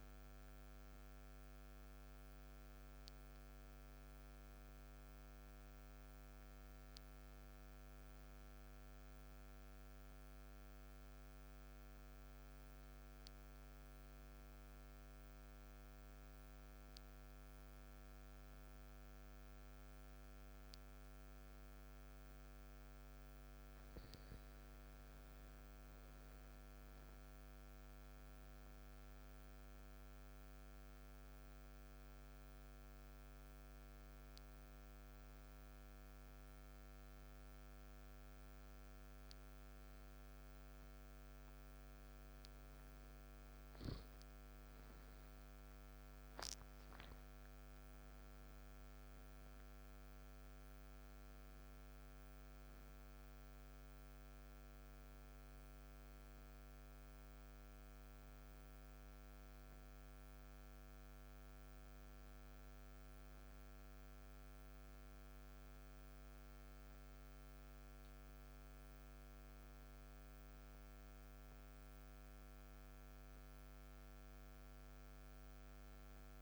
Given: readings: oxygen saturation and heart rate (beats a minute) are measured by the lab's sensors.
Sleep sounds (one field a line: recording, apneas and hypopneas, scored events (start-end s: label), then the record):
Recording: a person awake in a sleep study, hard to hear, by a microphone on the trachea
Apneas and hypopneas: none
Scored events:
none scored
From the record:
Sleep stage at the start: awake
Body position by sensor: on the back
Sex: male